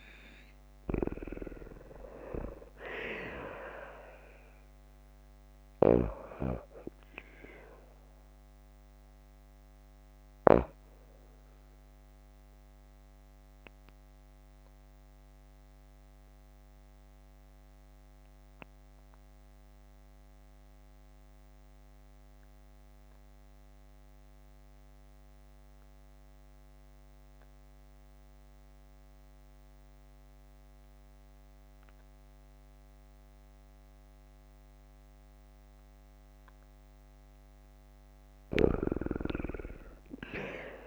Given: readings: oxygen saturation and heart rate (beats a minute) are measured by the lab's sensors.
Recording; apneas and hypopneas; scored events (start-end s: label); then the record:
breathing in sleep by a microphone on the trachea; 1
0.00-3.50 s: oxygen desaturation (device-marked, oxygen 87% lowest, heart rate 51 extreme)
12.50-36.50 s: obstructive apnea (oxygen 96% before, 87% lowest, heart rate 59 before, 53 extreme, up 22 after)
36.50-40.87 s: oxygen desaturation (device-marked, oxygen 95% before, 87% lowest, heart rate 54 before, 52 extreme)
39.50-40.87 s: arousal
From the record:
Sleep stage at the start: N2 (light sleep); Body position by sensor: on the back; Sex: female